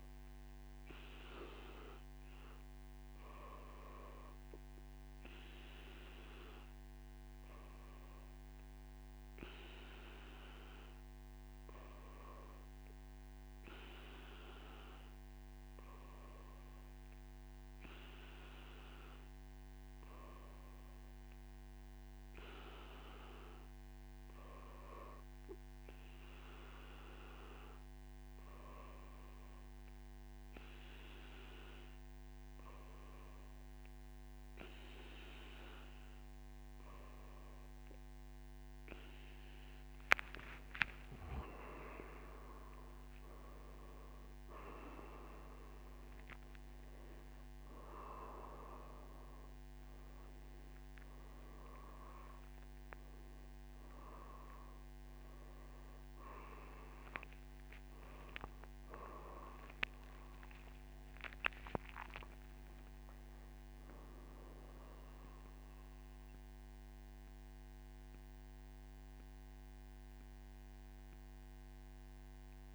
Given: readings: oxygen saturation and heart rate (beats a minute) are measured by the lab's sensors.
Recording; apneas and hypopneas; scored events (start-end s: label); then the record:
breathing in sleep by a microphone on the trachea; none
none scored
From the record:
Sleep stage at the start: N2 (light sleep); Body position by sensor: on the back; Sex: male